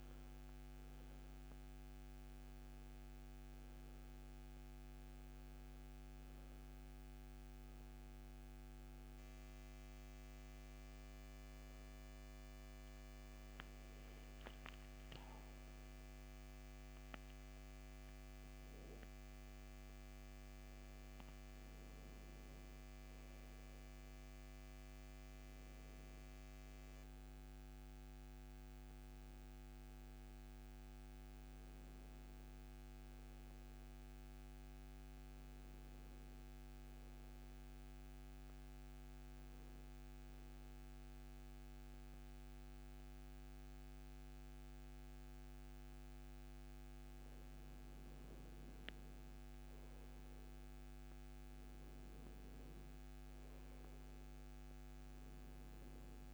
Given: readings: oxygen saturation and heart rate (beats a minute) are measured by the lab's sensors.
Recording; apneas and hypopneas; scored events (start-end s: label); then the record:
breathing in sleep, hard to hear, by a microphone on the trachea; 1
0.00-17.00 s: oxygen desaturation (device-marked, oxygen 88% lowest, heart rate 71 extreme)
36.50-47.50 s: mixed apnea (oxygen 98% before, 88% lowest, heart rate 78 before, 64 extreme, up 5 after)
50.00-54.00 s: arousal
50.00-56.34 s: oxygen desaturation (device-marked, oxygen 96% before, 91% lowest, heart rate 70 before, 65 extreme)
From the record:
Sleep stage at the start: N2 (light sleep); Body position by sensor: on the back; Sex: male